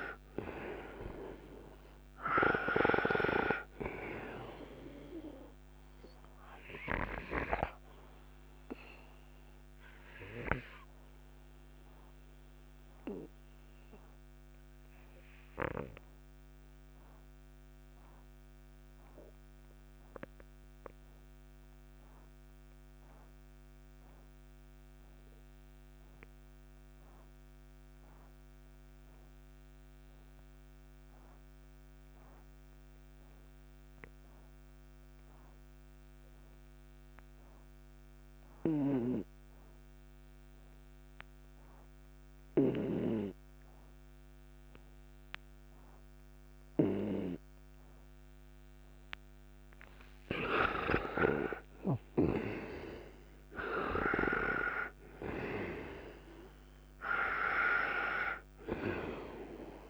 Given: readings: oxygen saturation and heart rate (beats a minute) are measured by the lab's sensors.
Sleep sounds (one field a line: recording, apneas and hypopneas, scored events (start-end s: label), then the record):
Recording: breathing in sleep by a microphone on the trachea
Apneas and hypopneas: 1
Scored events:
3.00-25.00 s: oxygen desaturation (device-marked, oxygen 97% before, 88% lowest, heart rate 74 before, 57 extreme)
6.50-50.50 s: obstructive apnea (oxygen 98% before, 82% lowest, heart rate 81 before, 57 extreme, up 16 after)
38.00-59.90 s: oxygen desaturation (device-marked, oxygen 98% before, 82% lowest, heart rate 59 before, 56 extreme)
52.00-56.50 s: arousal
From the record:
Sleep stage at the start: N2 (light sleep)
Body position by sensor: on the right side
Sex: male